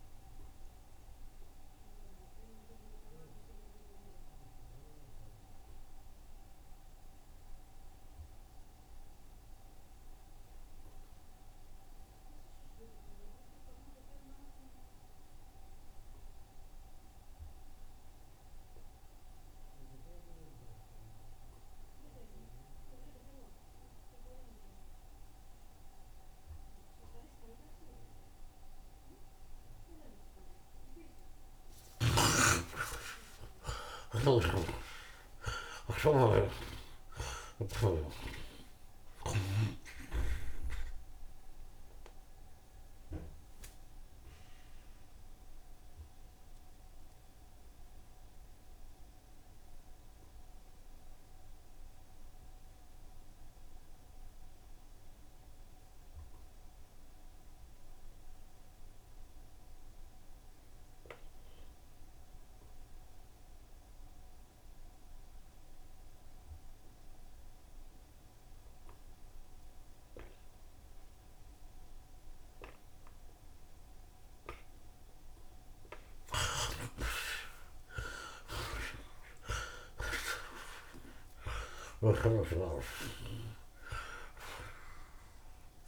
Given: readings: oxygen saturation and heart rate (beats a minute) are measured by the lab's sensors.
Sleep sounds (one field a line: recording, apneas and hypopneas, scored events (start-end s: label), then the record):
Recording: breathing in sleep by a room microphone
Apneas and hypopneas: 2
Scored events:
0.00-1.00 s: oxygen desaturation (device-marked, oxygen 50% lowest, heart rate 29 extreme)
1.00-30.50 s: obstructive apnea (oxygen 72% before, 51% lowest)
3.00-5.00 s: long interval between heartbeats (device-marked, heart rate 48 before, 59 extreme)
4.00-8.00 s: bradycardia (device-marked, heart rate 82 before, 56 extreme)
5.50-7.50 s: long interval between heartbeats (device-marked, heart rate 48 before, 66 extreme)
6.00-55.00 s: oxygen desaturation (device-marked, oxygen 85% before, 51% lowest)
12.00-19.00 s: bradycardia (device-marked, heart rate 82 before, 48 extreme)
13.50-15.50 s: long interval between heartbeats (device-marked, heart rate 58 before, 75 extreme)
18.00-20.00 s: long interval between heartbeats (device-marked, heart rate 60 before, 38 extreme)
22.50-24.50 s: long interval between heartbeats (device-marked, heart rate 58 before, 60 extreme)
23.00-30.00 s: bradycardia (device-marked, heart rate 82 before, 52 extreme)
25.00-27.00 s: long interval between heartbeats (device-marked, heart rate 58 before, 59 extreme)
28.00-30.00 s: long interval between heartbeats (device-marked, heart rate 57 before, 52 extreme)
30.50-32.50 s: long interval between heartbeats (device-marked, heart rate 57 before, 59 extreme)
32.00-37.00 s: arousal
33.00-35.00 s: long interval between heartbeats (device-marked, heart rate 57 before, 60 extreme)
34.00-58.00 s: bradycardia (device-marked)
34.50-38.50 s: snoring (device-marked)
38.00-40.00 s: long interval between heartbeats (device-marked, heart rate 56 before, 48 extreme)
40.00-42.00 s: long interval between heartbeats (device-marked, heart rate 57 before, 49 extreme)
43.50-76.00 s: obstructive apnea (oxygen 60% before, 51% lowest)
50.50-52.50 s: long interval between heartbeats (device-marked)
56.00-58.00 s: long interval between heartbeats (device-marked, heart rate 37 before, 33 extreme)
57.00-85.88 s: oxygen desaturation (device-marked, oxygen 84% before, 52% lowest, heart rate 36 before, 66 extreme)
71.50-73.50 s: long interval between heartbeats (device-marked, heart rate 52 before, 84 extreme)
73.00-75.00 s: tachycardia (device-marked, heart rate 79 before, 97 extreme)
73.50-75.50 s: long interval between heartbeats (device-marked, heart rate 59 before, 97 extreme)
76.50-78.50 s: long interval between heartbeats (device-marked, heart rate 70 before, 108 extreme)
77.00-82.50 s: arousal
80.50-82.50 s: long interval between heartbeats (device-marked, heart rate 83 before, 98 extreme)
82.00-85.88 s: tachycardia (device-marked, heart rate 78 before, 108 extreme)
From the record:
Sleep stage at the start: N2 (light sleep)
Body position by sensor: on the right side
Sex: male